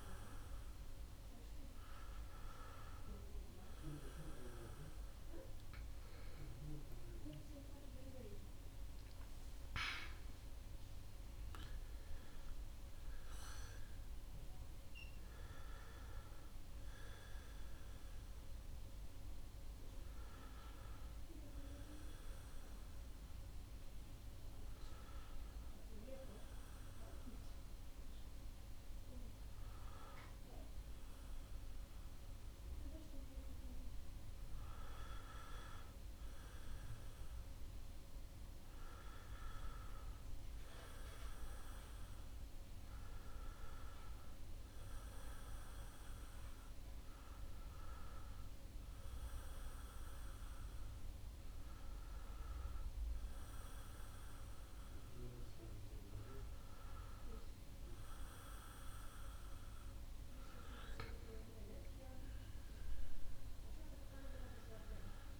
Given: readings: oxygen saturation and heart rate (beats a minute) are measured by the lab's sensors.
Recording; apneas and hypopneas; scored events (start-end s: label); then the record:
breathing in sleep by a room microphone; none
none scored
From the record:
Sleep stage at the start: N2 (light sleep); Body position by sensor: on the back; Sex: male